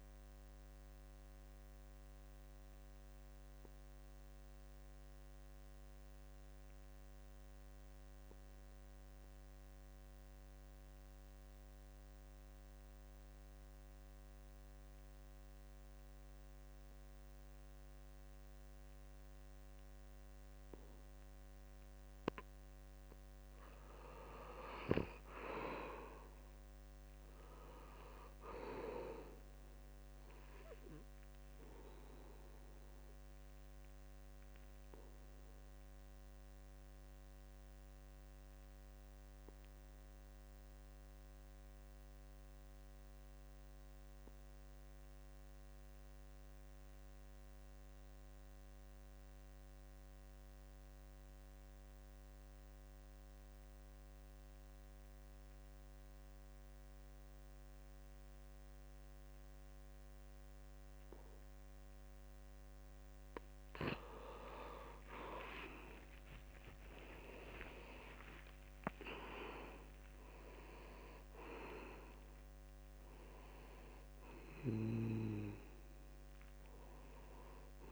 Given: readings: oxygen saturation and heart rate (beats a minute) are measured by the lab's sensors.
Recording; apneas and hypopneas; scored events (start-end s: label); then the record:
breathing in sleep by a microphone on the trachea; 2
0.00-9.00 s: oxygen desaturation (device-marked, oxygen 76% lowest, heart rate 65 extreme)
1.00-22.00 s: obstructive apnea (oxygen 94% before, 76% lowest, heart rate 75 before, 65 extreme, up 9 after)
7.50-9.50 s: long interval between heartbeats (device-marked, heart rate 74 before, 66 extreme)
17.00-53.00 s: oxygen desaturation (device-marked, oxygen 96% before, 78% lowest, heart rate 70 before, 65 extreme)
25.00-28.00 s: arousal
35.50-62.50 s: obstructive apnea (oxygen 96% before, 77% lowest, heart rate 71 before, 65 extreme, up 11 after)
43.50-45.50 s: long interval between heartbeats (device-marked, heart rate 72 before, 65 extreme)
47.50-49.50 s: long interval between heartbeats (device-marked, heart rate 71 before, 71 extreme)
53.50-55.50 s: long interval between heartbeats (device-marked, heart rate 70 before, 75 extreme)
55.00-77.92 s: oxygen desaturation (device-marked, oxygen 96% before, 77% lowest, heart rate 70 before, 67 extreme)
64.00-67.50 s: arousal
From the record:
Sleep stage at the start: N2 (light sleep); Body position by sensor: on the back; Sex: male